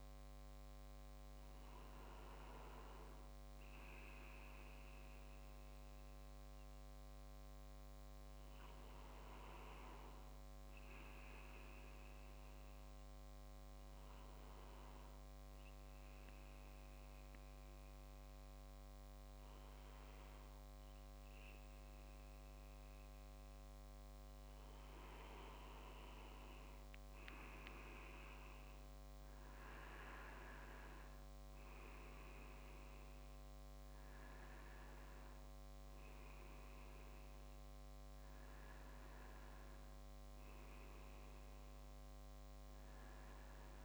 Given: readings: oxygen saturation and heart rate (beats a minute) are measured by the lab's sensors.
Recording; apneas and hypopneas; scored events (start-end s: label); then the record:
breathing in sleep, hard to hear, by a microphone on the trachea; 1
13.00-25.50 s: obstructive apnea (oxygen 99% before, 96% lowest)
25.00-27.50 s: leg movement (device-marked)
29.00-34.00 s: arousal
From the record:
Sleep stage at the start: N2 (light sleep); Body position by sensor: on the back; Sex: male